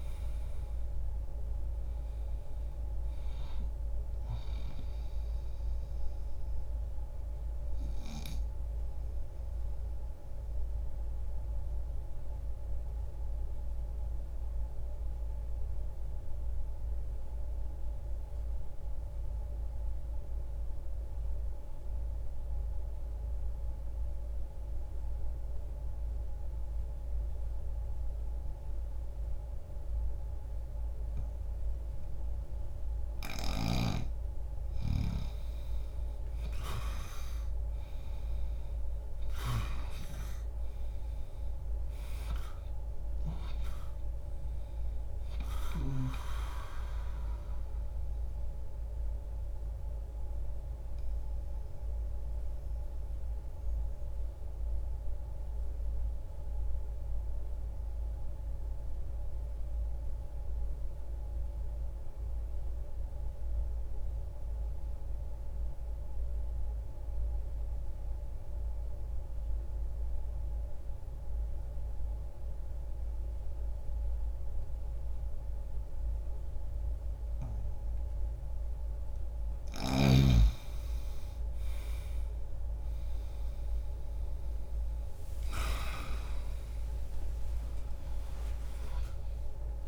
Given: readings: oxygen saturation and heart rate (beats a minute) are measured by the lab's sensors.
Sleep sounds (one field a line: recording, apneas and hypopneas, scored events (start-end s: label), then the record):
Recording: breathing in sleep by a room microphone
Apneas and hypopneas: 2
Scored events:
0.00-31.00 s: oxygen desaturation (device-marked, oxygen 83% lowest, heart rate 59 extreme)
9.50-33.50 s: mixed apnea (oxygen 98% before, 83% lowest, heart rate 63 before, 59 extreme, up 10 after)
34.00-38.50 s: arousal
42.00-55.00 s: oxygen desaturation (device-marked, oxygen 98% before, 91% lowest, heart rate 63 before, 60 extreme)
46.00-79.00 s: mixed apnea (oxygen 98% before, 85% lowest, heart rate 63 before, 59 extreme, up 14 after)
61.00-74.00 s: oxygen desaturation (device-marked, oxygen 92% before, 85% lowest, heart rate 60 before, 60 extreme)
76.00-89.88 s: oxygen desaturation (device-marked, oxygen 98% before, 90% lowest, heart rate 60 before, 59 extreme)
83.50-88.00 s: arousal
From the record:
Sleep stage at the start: N2 (light sleep)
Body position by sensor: on the back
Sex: male